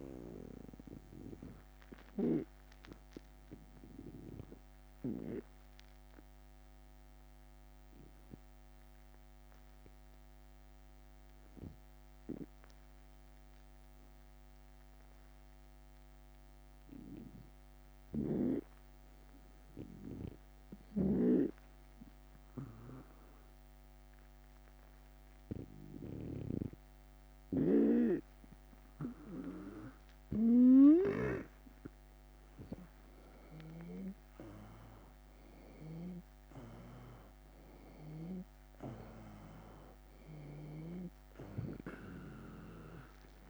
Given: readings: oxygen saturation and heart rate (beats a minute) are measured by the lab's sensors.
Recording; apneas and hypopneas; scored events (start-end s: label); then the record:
breathing in sleep by a microphone on the trachea; 1
0.00-14.00 s: oxygen desaturation (device-marked, oxygen 92% lowest, heart rate 74 extreme)
1.50-5.00 s: snoring (device-marked)
1.50-29.50 s: obstructive apnea (oxygen 97% before, 90% lowest, heart rate 80 before, 75 extreme, up 3 after)
17.50-21.00 s: snoring (device-marked)
25.00-43.00 s: oxygen desaturation (device-marked, oxygen 98% before, 92% lowest, heart rate 76 before, 76 extreme)
27.00-31.00 s: snoring (device-marked)
32.00-43.49 s: drop in pulse transit time (device-marked, heart rate 78 before, 79 extreme)
32.50-37.50 s: arousal
33.00-38.00 s: snoring (device-marked)
40.00-43.49 s: snoring (device-marked)
From the record:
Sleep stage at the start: N2 (light sleep); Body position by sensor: on the right side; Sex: male